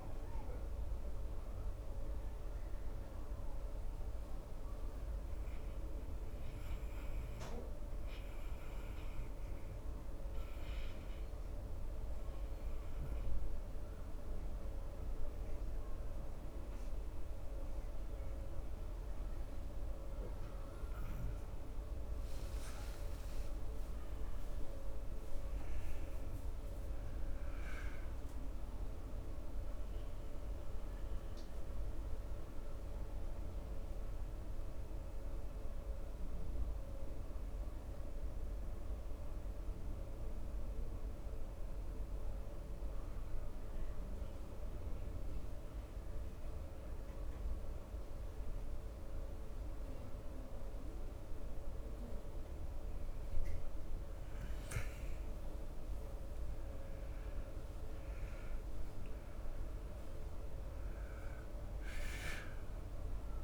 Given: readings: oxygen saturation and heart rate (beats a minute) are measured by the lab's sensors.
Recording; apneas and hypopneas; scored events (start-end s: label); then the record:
breathing in sleep, hard to hear, by a room microphone; 2
0.00-4.50 s: oxygen desaturation (device-marked, oxygen 92% lowest, heart rate 65 extreme)
3.50-23.00 s: obstructive apnea (oxygen 97% before, 91% lowest, heart rate 78 before, 66 extreme, up 8 after)
24.00-28.50 s: arousal
36.00-55.00 s: obstructive apnea (oxygen 97% before, 93% lowest, heart rate 72 before, 67 extreme, up 7 after)
61.50-63.44 s: oxygen desaturation (device-marked, oxygen 97% before, 94% lowest, heart rate 70 before, 67 extreme)
From the record:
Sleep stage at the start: N2 (light sleep); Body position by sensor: on the right side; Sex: male